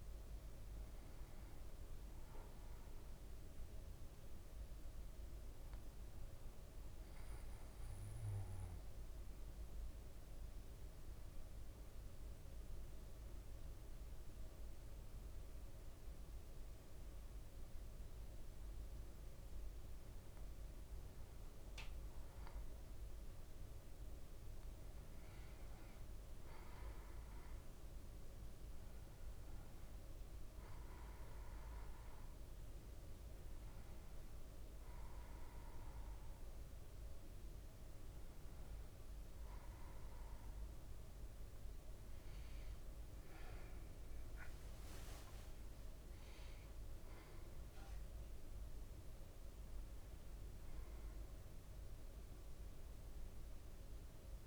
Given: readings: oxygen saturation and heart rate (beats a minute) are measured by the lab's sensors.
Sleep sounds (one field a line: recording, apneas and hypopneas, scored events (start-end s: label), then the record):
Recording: breathing in sleep, hard to hear, by a room microphone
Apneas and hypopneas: 1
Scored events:
7.00-19.50 s: central apnea (oxygen 99% before, 94% lowest, heart rate 57 before, 56 extreme, up 3 after)
7.50-23.50 s: oxygen desaturation (device-marked, oxygen 99% before, 95% lowest, heart rate 57 before, 56 extreme)
19.50-54.47 s: new sleep stage, N1 (lightest sleep)
20.50-25.50 s: arousal
44.50-47.00 s: leg movement (device-marked)
51.00-54.47 s: arousal
From the record:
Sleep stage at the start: N2 (light sleep)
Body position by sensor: on the back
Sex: male